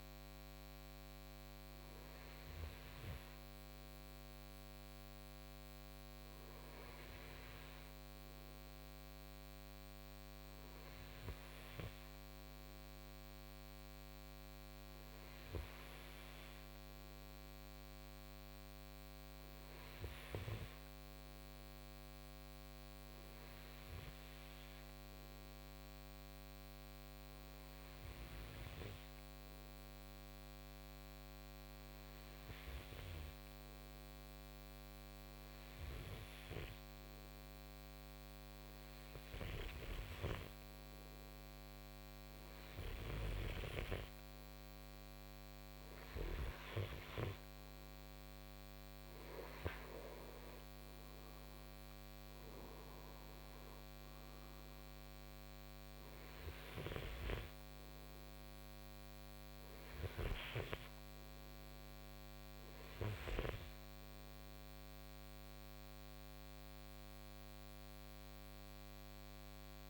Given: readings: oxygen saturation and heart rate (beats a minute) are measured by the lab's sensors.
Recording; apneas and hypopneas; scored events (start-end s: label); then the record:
breathing in sleep by a microphone on the trachea; 1
26.50-39.00 s: hypopnea (oxygen 98% before, 94% lowest, heart rate 63 before, 65 extreme, up 6 after)
41.50-46.00 s: arousal
From the record:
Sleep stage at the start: N2 (light sleep); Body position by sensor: on the front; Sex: male